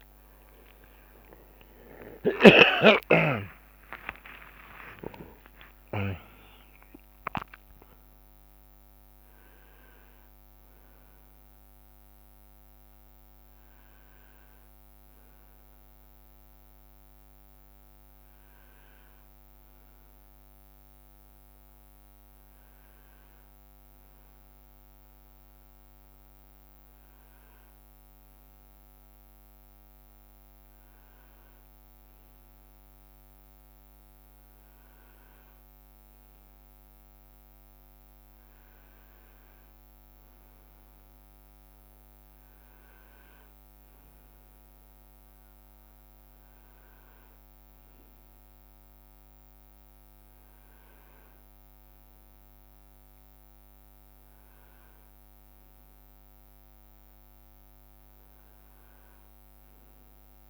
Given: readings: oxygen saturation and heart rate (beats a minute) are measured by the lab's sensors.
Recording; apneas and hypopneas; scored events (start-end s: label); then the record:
breathing in sleep by a microphone on the trachea; none
0.50-7.50 s: leg movement (device-marked)
1.00-31.00 s: new sleep stage, N1 (lightest sleep)
1.50-6.00 s: arousal
31.00-60.50 s: new sleep stage, N2 (light sleep)
From the record:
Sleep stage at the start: N2 (light sleep); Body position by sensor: on the right side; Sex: male